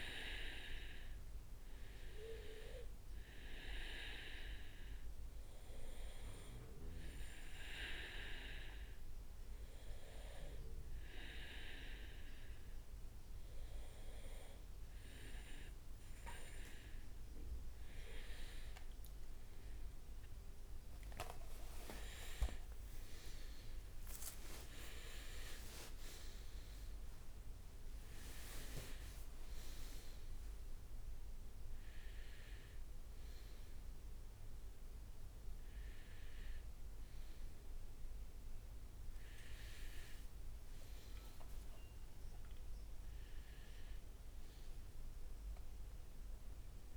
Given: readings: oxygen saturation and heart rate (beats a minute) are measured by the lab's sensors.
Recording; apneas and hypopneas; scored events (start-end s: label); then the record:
a person awake in a sleep study, by a room microphone; none
20.00-46.97 s: new sleep stage, awake
24.00-31.00 s: leg movement (device-marked)
From the record:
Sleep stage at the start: N2 (light sleep); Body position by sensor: on the right side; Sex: male